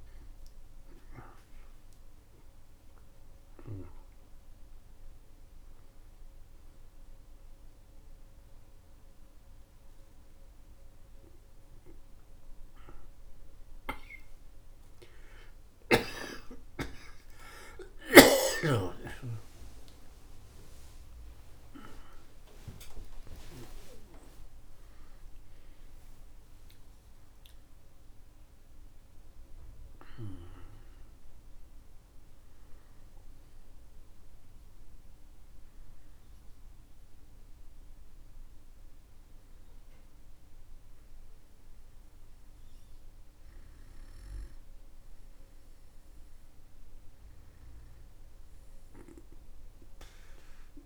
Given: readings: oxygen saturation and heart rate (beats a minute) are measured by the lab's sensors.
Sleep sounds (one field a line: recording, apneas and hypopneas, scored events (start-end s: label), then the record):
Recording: a person partly awake in a sleep study, by a room microphone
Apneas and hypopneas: none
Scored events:
0.00-2.00 s: oxygen desaturation (device-marked, oxygen 96% lowest, heart rate 53 extreme)
18.00-23.50 s: snoring (device-marked)
25.00-50.86 s: new sleep stage, N1 (lightest sleep)
From the record:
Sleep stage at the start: awake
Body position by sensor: on the back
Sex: male